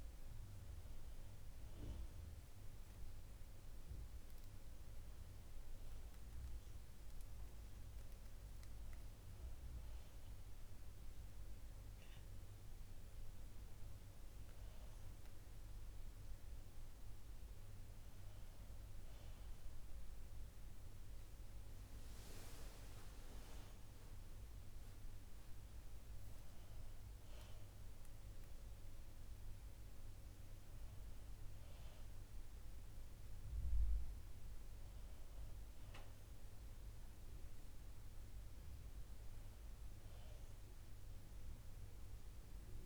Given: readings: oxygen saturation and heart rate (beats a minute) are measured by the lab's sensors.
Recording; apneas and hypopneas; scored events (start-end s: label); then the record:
breathing in sleep, hard to hear, by a room microphone; none
3.00-12.00 s: oxygen desaturation (device-marked, oxygen 97% before, 92% lowest, heart rate 67 before, 62 extreme)
From the record:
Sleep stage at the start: N2 (light sleep); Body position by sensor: on the back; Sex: female